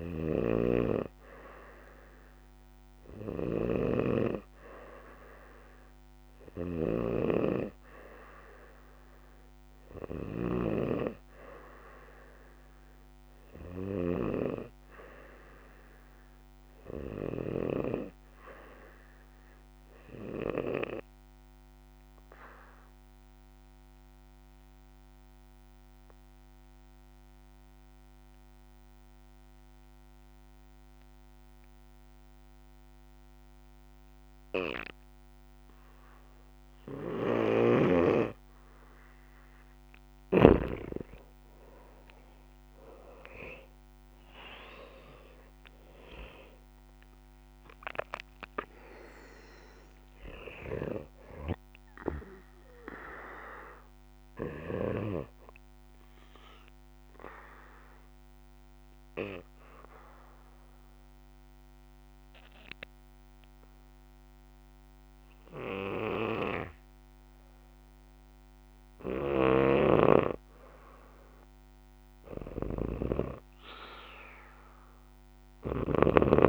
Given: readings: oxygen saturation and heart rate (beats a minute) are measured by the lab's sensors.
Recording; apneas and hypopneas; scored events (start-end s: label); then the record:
breathing in sleep by a microphone on the trachea; 2
0.00-14.50 s: snoring (device-marked)
21.00-38.00 s: obstructive apnea (oxygen 95% before, 89% lowest, heart rate 64 before, 58 extreme, up 12 after)
41.50-45.00 s: arousal
44.00-52.00 s: oxygen desaturation (device-marked, oxygen 95% before, 91% lowest, heart rate 64 before, 58 extreme)
56.00-70.00 s: obstructive apnea (oxygen 95% before, 89% lowest, heart rate 70 before, 61 extreme, up 5 after)
62.00-71.00 s: oxygen desaturation (device-marked, oxygen 92% before, 89% lowest, heart rate 69 before, 63 extreme)
69.50-76.49 s: snoring (device-marked)
72.00-76.00 s: arousal
From the record:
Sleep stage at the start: N2 (light sleep); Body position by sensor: on the back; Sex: male